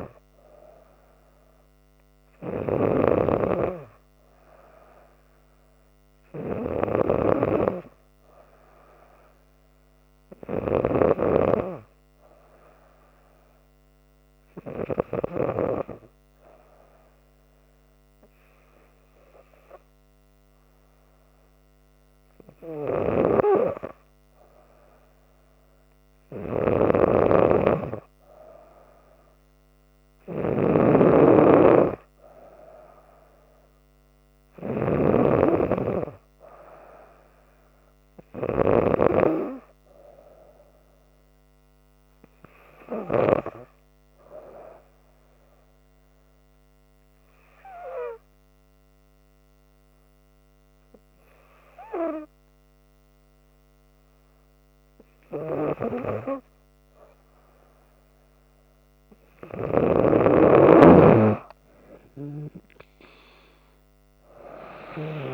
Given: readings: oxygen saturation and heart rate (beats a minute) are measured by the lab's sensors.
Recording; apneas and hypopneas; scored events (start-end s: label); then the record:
breathing in sleep by a microphone on the trachea; 1
0.00-3.00 s: snoring (device-marked)
26.50-38.50 s: snoring (device-marked)
41.00-57.50 s: hypopnea (oxygen 95% before, 92% lowest, heart rate 69 before, 66 extreme, up 3 after)
60.50-63.50 s: arousal
60.50-65.34 s: oxygen desaturation (device-marked, oxygen 95% before, 92% lowest, heart rate 69 before, 66 extreme)
From the record:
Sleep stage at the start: N3 (deep sleep); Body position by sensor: on the back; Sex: female